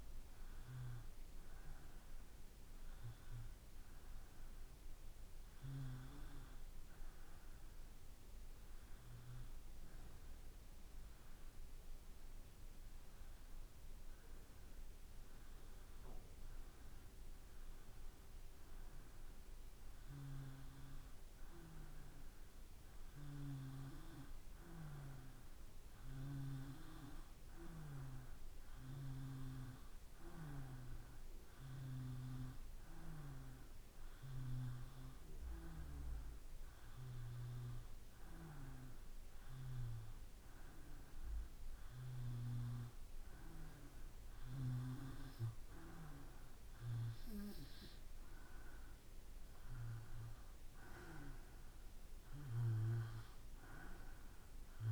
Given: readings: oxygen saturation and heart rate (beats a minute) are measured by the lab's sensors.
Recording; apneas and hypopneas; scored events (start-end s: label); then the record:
breathing in sleep by a room microphone; 1
6.50-18.00 s: hypopnea (oxygen 94% before, 92% lowest, heart rate 62 before, 57 extreme, up 2 after)
21.00-24.00 s: arousal
From the record:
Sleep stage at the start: N2 (light sleep); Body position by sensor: on the back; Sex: male